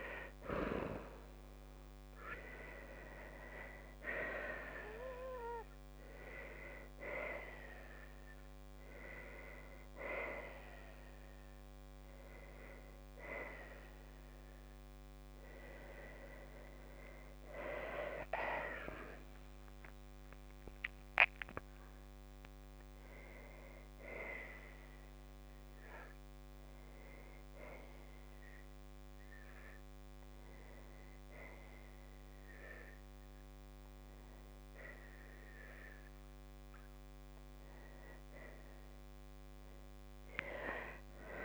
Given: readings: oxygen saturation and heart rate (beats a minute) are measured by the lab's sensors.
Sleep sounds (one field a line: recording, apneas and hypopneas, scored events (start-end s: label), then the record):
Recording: breathing in sleep by a microphone on the trachea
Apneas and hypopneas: none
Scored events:
39.50-41.45 s: arousal
From the record:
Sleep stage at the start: N2 (light sleep)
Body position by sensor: on the right side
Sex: female